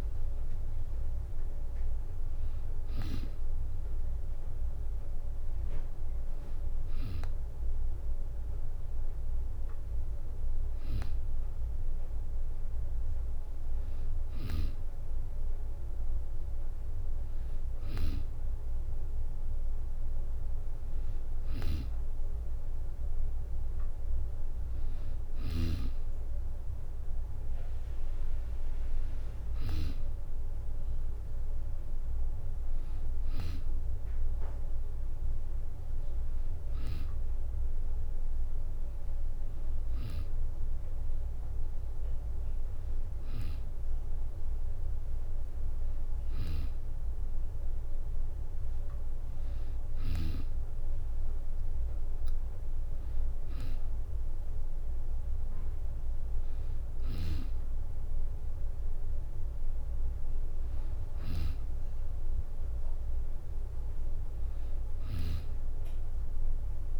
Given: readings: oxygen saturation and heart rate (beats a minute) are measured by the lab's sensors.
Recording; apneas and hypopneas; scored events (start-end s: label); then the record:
breathing in sleep by a room microphone; none
0.50-12.50 s: oxygen desaturation (device-marked, oxygen 96% before, 93% lowest, heart rate 67 before, 67 extreme)
14.00-29.50 s: snoring (device-marked)
64.50-67.00 s: snoring (device-marked)
From the record:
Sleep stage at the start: N2 (light sleep); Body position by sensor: on the back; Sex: female